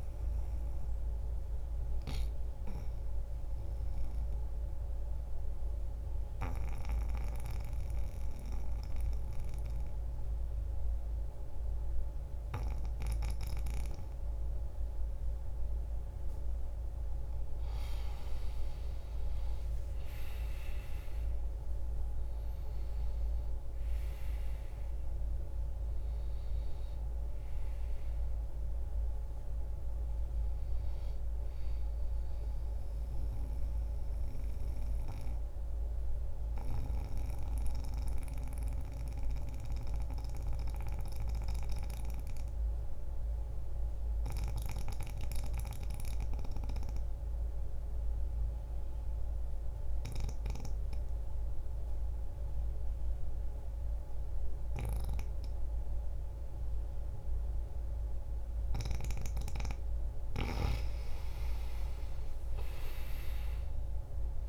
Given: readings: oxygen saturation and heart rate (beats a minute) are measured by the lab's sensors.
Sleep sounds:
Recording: breathing in sleep by a room microphone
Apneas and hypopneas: 2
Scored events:
2.00-17.00 s: obstructive apnea (oxygen 98% before, 87% lowest)
10.00-19.00 s: oxygen desaturation (device-marked, oxygen 98% before, 94% lowest)
18.50-22.00 s: arousal
21.00-50.00 s: oxygen desaturation (device-marked, oxygen 96% before, 88% lowest)
33.00-59.00 s: mixed apnea (oxygen 98% before, 85% lowest)
60.50-64.49 s: arousal
63.00-64.49 s: oxygen desaturation (device-marked, oxygen 98% before, 87% lowest)
From the record:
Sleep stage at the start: N2 (light sleep)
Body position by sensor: on the back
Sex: male

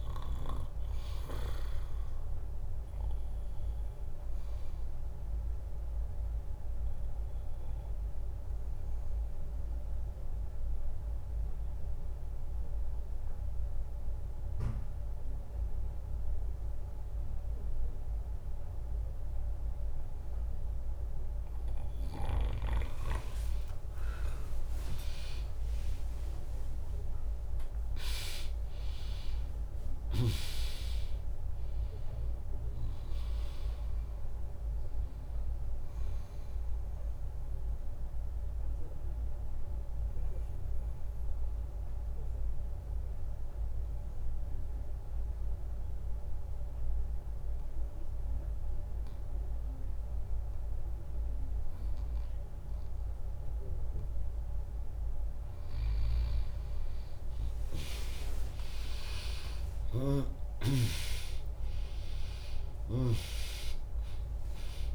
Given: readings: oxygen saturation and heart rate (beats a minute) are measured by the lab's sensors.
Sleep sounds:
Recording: breathing in sleep by a room microphone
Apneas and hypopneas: 2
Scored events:
5.50-20.50 s: obstructive apnea (oxygen 100% before, 96% lowest, heart rate 73 before, 61 extreme, up 10 after)
23.00-27.50 s: arousal
26.00-37.00 s: drop in pulse transit time (device-marked, heart rate 64 before, 65 extreme)
29.00-47.00 s: oxygen desaturation (device-marked, oxygen 99% before, 96% lowest, heart rate 65 before, 59 extreme)
37.00-53.50 s: obstructive apnea (oxygen 99% before, 96% lowest, heart rate 72 before, 59 extreme)
54.00-56.00 s: bradycardia (device-marked, heart rate 74 before, 62 extreme)
56.50-60.00 s: arousal
61.00-64.95 s: drop in pulse transit time (device-marked, heart rate 72 before, 63 extreme)
61.00-64.95 s: oxygen desaturation (device-marked, oxygen 100% before, 96% lowest, heart rate 72 before, 57 extreme)
From the record:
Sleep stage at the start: N2 (light sleep)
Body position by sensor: on the back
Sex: female

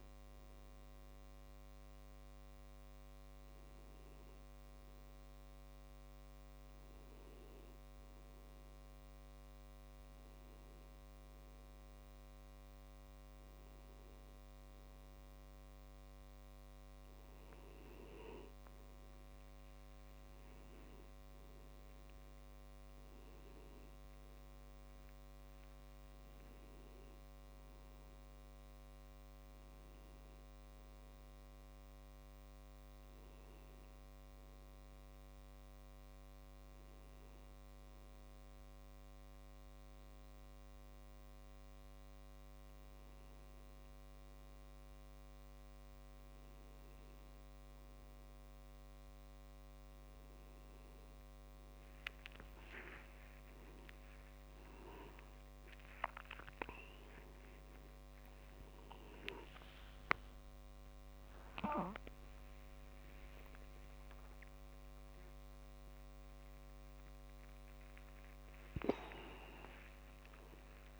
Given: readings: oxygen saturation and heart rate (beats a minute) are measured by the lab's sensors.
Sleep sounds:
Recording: a person partly awake in a sleep study, by a microphone on the trachea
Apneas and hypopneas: 1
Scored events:
0.00-10.00 s: oxygen desaturation (device-marked, oxygen 88% lowest)
1.00-15.00 s: tachycardia (device-marked, heart rate 57 before, 139 extreme)
26.00-30.50 s: arousal
34.50-45.00 s: hypopnea (oxygen 97% before, 94% lowest)
49.00-71.00 s: new sleep stage, awake
From the record:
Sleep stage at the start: N1 (lightest sleep)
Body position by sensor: on the back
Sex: male

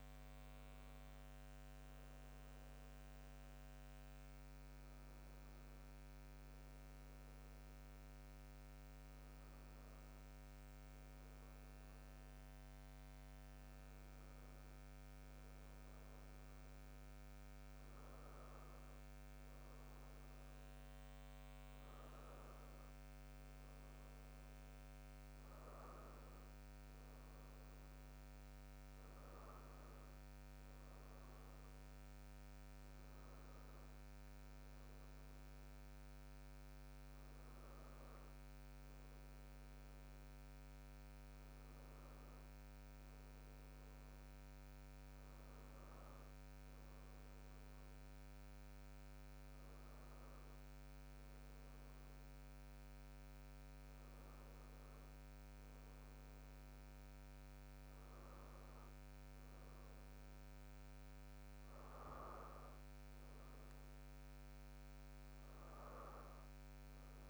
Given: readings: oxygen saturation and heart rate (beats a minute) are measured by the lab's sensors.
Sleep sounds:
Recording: a person awake in a sleep study, hard to hear, by a microphone on the trachea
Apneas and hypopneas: none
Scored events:
1.50-3.50 s: long interval between heartbeats (device-marked, heart rate 83 before, 72 extreme)
10.00-12.00 s: long interval between heartbeats (device-marked, heart rate 72 before, 70 extreme)
26.50-28.50 s: long interval between heartbeats (device-marked, heart rate 66 before, 70 extreme)
35.00-37.00 s: long interval between heartbeats (device-marked, heart rate 68 before, 78 extreme)
39.50-41.50 s: long interval between heartbeats (device-marked, heart rate 71 before, 95 extreme)
42.00-44.00 s: long interval between heartbeats (device-marked, heart rate 75 before, 105 extreme)
46.00-48.00 s: long interval between heartbeats (device-marked, heart rate 85 before, 116 extreme)
50.50-52.50 s: long interval between heartbeats (device-marked, heart rate 93 before, 118 extreme)
52.50-54.50 s: long interval between heartbeats (device-marked, heart rate 98 before, 130 extreme)
55.00-57.00 s: long interval between heartbeats (device-marked, heart rate 106 before, 116 extreme)
From the record:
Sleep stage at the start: awake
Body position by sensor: on the right side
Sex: female

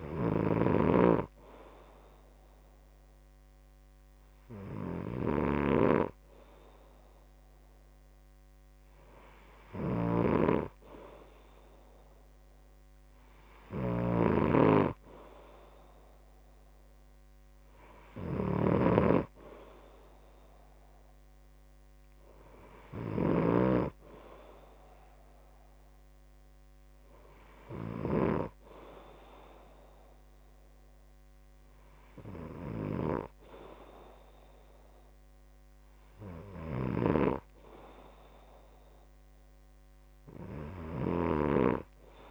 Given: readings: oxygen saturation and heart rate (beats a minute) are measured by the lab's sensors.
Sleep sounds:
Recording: breathing in sleep by a microphone on the trachea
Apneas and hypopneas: none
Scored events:
10.50-24.00 s: snoring (device-marked)
From the record:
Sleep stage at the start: N2 (light sleep)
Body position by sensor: on the back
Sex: male

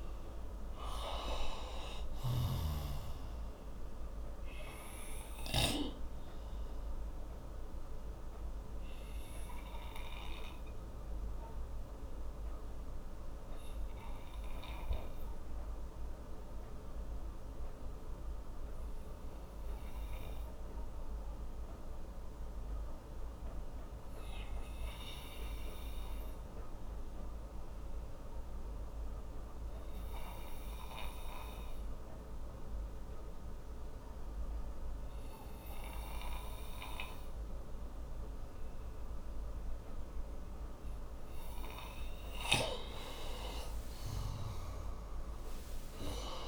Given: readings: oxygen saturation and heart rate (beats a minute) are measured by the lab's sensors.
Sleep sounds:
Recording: breathing in sleep by a room microphone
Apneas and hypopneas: 1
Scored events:
0.00-6.00 s: snoring (device-marked)
0.00-29.00 s: oxygen desaturation (device-marked, oxygen 90% lowest)
8.00-41.50 s: obstructive apnea (oxygen 98% before, 90% lowest)
43.50-46.48 s: arousal
From the record:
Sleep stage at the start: N2 (light sleep)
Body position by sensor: on the right side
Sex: male

